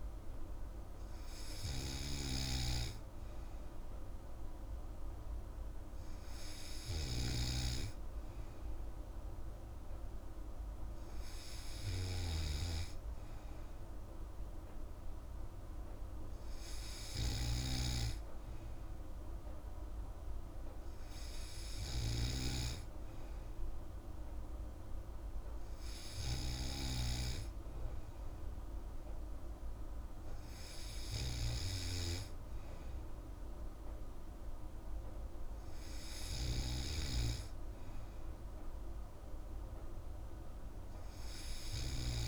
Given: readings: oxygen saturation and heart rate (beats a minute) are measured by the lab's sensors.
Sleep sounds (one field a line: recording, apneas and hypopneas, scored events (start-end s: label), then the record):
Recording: breathing in sleep by a room microphone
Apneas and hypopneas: none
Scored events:
none scored
From the record:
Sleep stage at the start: N3 (deep sleep)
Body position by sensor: on the back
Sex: female